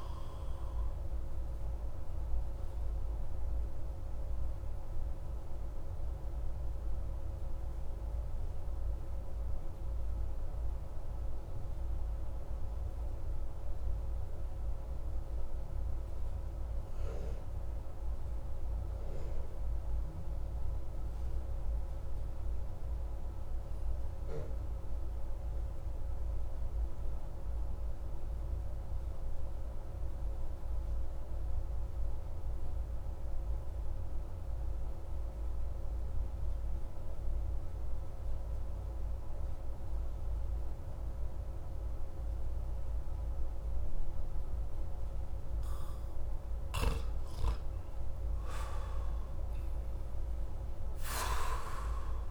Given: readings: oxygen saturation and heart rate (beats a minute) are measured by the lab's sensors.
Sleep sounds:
breathing in sleep, hard to hear, by a room microphone; 1
0.00-23.50 s: oxygen desaturation (device-marked, oxygen 89% lowest)
1.50-45.00 s: obstructive apnea (oxygen 97% before, 89% lowest)
47.00-50.50 s: arousal
From the record:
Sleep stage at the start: N2 (light sleep); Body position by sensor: on the back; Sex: male

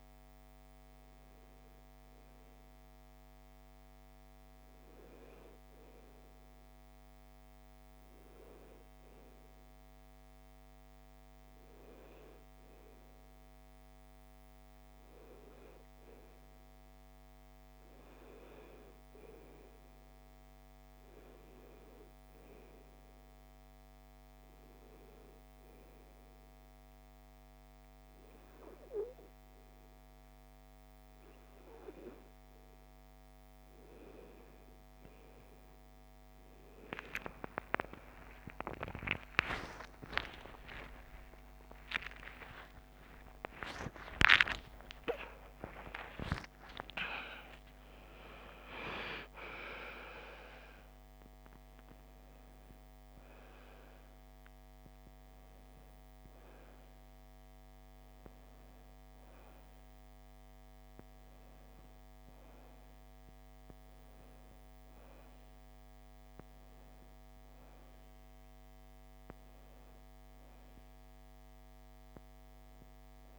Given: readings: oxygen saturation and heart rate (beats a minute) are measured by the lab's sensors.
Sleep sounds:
breathing in sleep by a microphone on the trachea; none
37.50-44.50 s: arousal
42.00-73.39 s: new sleep stage, N1 (lightest sleep)
47.00-62.00 s: oxygen desaturation (device-marked, oxygen 96% before, 93% lowest, heart rate 100 before, 62 extreme)
From the record:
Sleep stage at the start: N2 (light sleep); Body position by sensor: on the right side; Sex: female

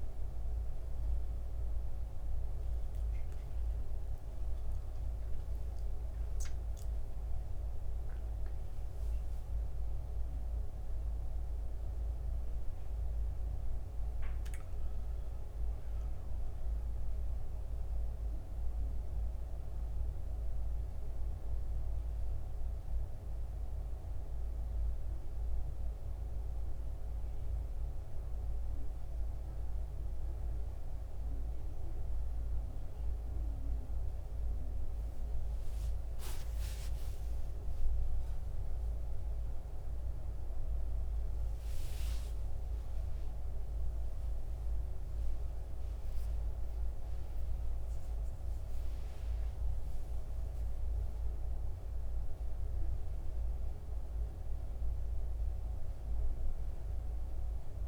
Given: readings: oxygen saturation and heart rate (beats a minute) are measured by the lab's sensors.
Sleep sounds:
a person awake in a sleep study, hard to hear, by a room microphone; none
49.50-57.88 s: new sleep stage, N1 (lightest sleep)
From the record:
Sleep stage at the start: awake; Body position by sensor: on the back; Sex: male

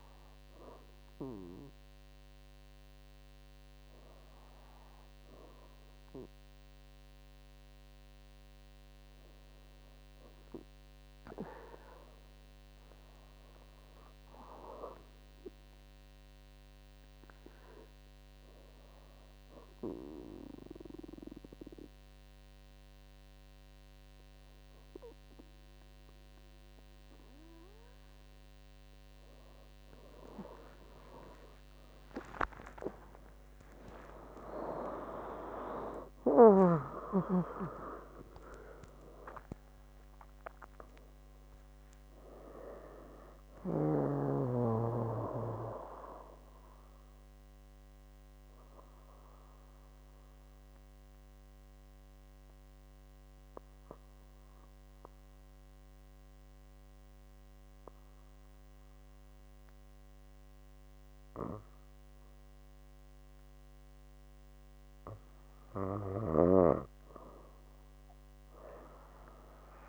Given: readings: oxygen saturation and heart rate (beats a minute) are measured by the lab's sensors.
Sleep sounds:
breathing in sleep by a microphone on the trachea; 2
14.00-17.50 s: arousal
19.50-29.50 s: obstructive apnea (oxygen 97% before, 95% lowest, heart rate 67 before, 63 extreme)
31.50-38.00 s: arousal
47.00-65.50 s: obstructive apnea (oxygen 98% before, 94% lowest, heart rate 93 before, 63 extreme, up 25 after)
68.50-69.89 s: arousal
From the record:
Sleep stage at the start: N2 (light sleep); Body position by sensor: on the back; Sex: female

